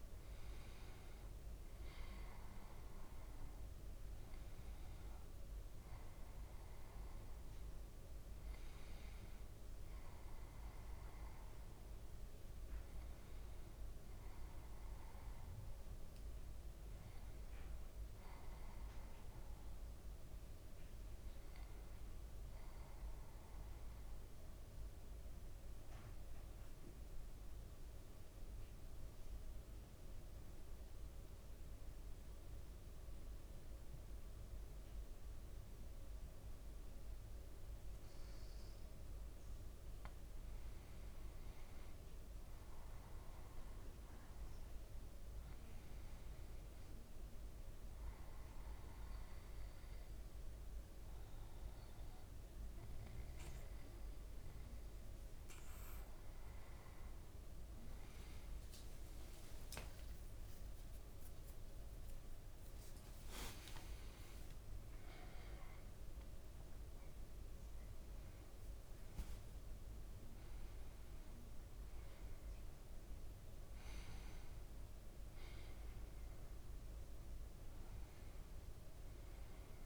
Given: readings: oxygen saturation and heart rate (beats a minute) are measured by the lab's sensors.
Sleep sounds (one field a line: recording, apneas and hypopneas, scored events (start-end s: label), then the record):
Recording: breathing in sleep, hard to hear, by a room microphone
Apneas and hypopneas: 1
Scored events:
24.50-40.00 s: mixed apnea (oxygen 97% before, 95% lowest, heart rate 56 before, 52 extreme, up 4 after)
42.00-46.00 s: arousal
48.50-62.50 s: oxygen desaturation (device-marked, oxygen 99% before, 95% lowest, heart rate 56 before, 52 extreme)
59.50-60.00 s: leg movement (device-marked)
65.00-71.00 s: arousal
From the record:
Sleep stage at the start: N2 (light sleep)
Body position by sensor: on the back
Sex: male